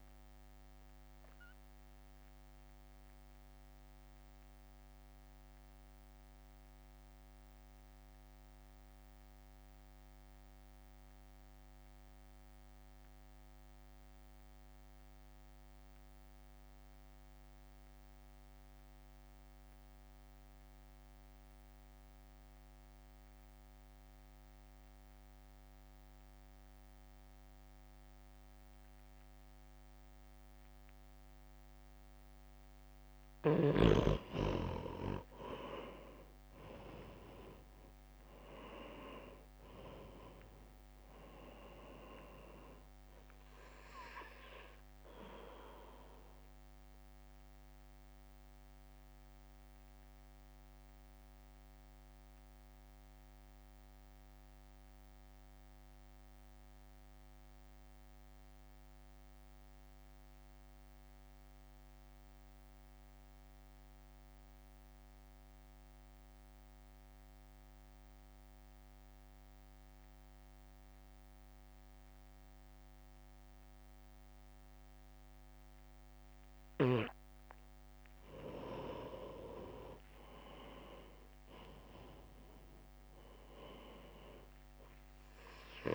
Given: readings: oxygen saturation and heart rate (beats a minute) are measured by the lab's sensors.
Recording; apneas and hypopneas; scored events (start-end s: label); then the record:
breathing in sleep by a microphone on the trachea; 2
0.00-7.50 s: drop in pulse transit time (device-marked, heart rate 53 extreme)
0.00-22.50 s: oxygen desaturation (device-marked, oxygen 85% lowest, heart rate 52 extreme)
0.50-32.50 s: mixed apnea (oxygen 98% before, 85% lowest, heart rate 58 before, 50 extreme, up 3 after)
35.50-67.50 s: oxygen desaturation (device-marked, oxygen 97% before, 87% lowest, heart rate 62 before, 50 extreme)
36.00-39.50 s: arousal
40.50-52.50 s: drop in pulse transit time (device-marked, heart rate 61 before, 50 extreme)
45.50-76.50 s: mixed apnea (oxygen 98% before, 87% lowest, heart rate 58 before, 50 extreme, up 7 after)
79.00-82.50 s: arousal
82.50-85.95 s: drop in pulse transit time (device-marked, heart rate 61 before, 51 extreme)
82.50-85.95 s: oxygen desaturation (device-marked, oxygen 97% before, 90% lowest, heart rate 61 before, 51 extreme)
From the record:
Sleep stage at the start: N2 (light sleep); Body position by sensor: on the right side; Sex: male